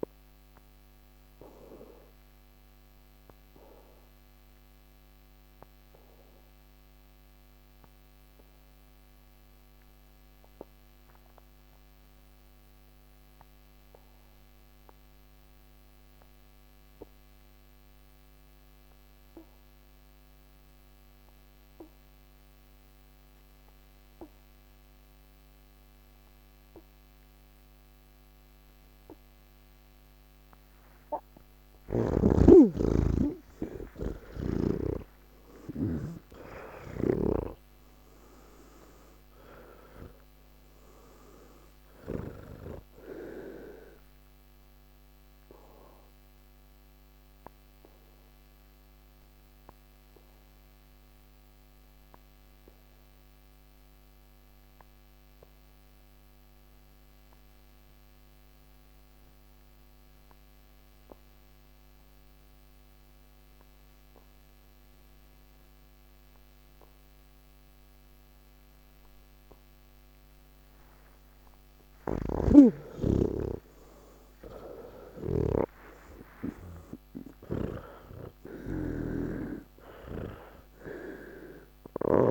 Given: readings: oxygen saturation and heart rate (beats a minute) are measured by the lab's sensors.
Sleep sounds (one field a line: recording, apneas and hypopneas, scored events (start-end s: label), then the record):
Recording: breathing in sleep by a microphone on the trachea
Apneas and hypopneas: 2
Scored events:
0.00-17.00 s: oxygen desaturation (device-marked, oxygen 81% lowest, heart rate 152 extreme)
2.50-30.00 s: obstructive apnea (oxygen 98% before, 78% lowest, heart rate 189 before, 152 extreme, up 32 after)
17.00-82.31 s: new sleep stage, N1 (lightest sleep)
30.00-61.00 s: oxygen desaturation (device-marked, oxygen 97% before, 78% lowest, heart rate 176 before, 101 extreme)
47.00-71.00 s: obstructive apnea (oxygen 98% before, 78% lowest, heart rate 176 before, 101 extreme, up 0 after)
71.00-82.31 s: oxygen desaturation (device-marked, oxygen 98% before, 80% lowest)
72.00-82.31 s: snoring (device-marked)
From the record:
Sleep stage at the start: N3 (deep sleep)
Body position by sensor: on the back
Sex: male